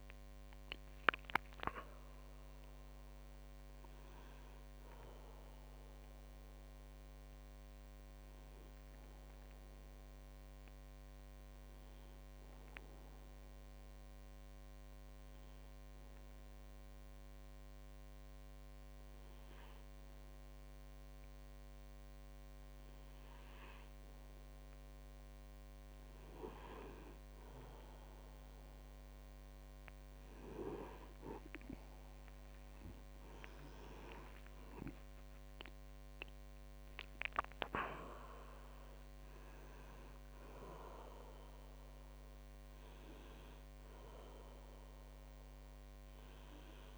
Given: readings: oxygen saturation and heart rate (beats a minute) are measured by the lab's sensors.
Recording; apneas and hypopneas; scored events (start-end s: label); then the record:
breathing in sleep by a microphone on the trachea; 1
8.50-24.00 s: obstructive apnea (oxygen 98% before, 96% lowest, heart rate 55 before, 40 extreme, up 9 after)
15.00-46.98 s: new sleep stage, N2 (light sleep)
30.50-34.50 s: arousal
From the record:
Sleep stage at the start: N1 (lightest sleep); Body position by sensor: on the back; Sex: male